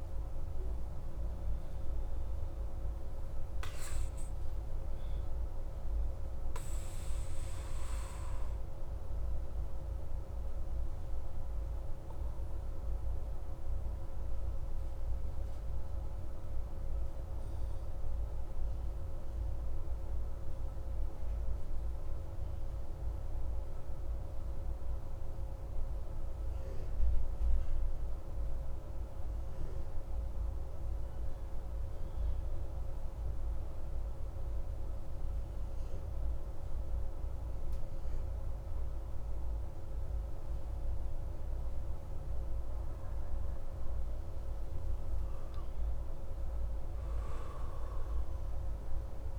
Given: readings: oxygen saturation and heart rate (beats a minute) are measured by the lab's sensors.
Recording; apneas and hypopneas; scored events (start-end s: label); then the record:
breathing in sleep, hard to hear, by a room microphone; 1
0.00-19.00 s: oxygen desaturation (device-marked, oxygen 94% lowest)
8.50-42.50 s: obstructive apnea (oxygen 97% before, 92% lowest)
44.00-47.50 s: arousal
From the record:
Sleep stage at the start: N2 (light sleep); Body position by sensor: on the back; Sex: male